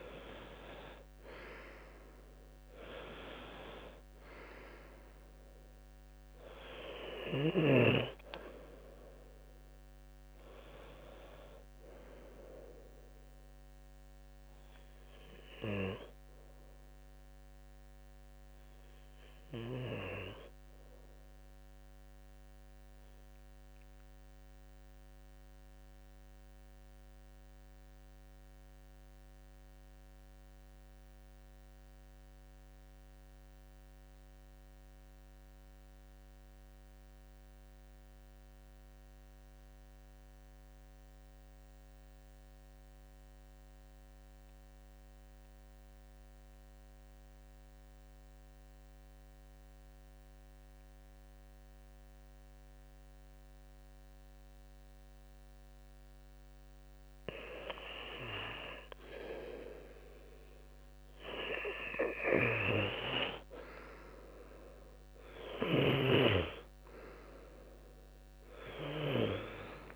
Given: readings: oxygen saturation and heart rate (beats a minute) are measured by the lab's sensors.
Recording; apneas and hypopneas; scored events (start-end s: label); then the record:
breathing in sleep by a microphone on the trachea; 1
0.00-3.00 s: oxygen desaturation (device-marked, oxygen 93% lowest, heart rate 61 extreme)
21.50-56.00 s: mixed apnea (oxygen 96% before, 79% lowest, heart rate 71 before, 65 extreme, up 8 after)
26.00-38.00 s: oxygen desaturation (device-marked, oxygen 95% before, 91% lowest, heart rate 70 before, 65 extreme)
61.00-69.96 s: oxygen desaturation (device-marked, oxygen 98% before, 79% lowest, heart rate 72 before, 74 extreme)
64.50-69.00 s: arousal
From the record:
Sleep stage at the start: N2 (light sleep); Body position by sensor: on the left side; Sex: male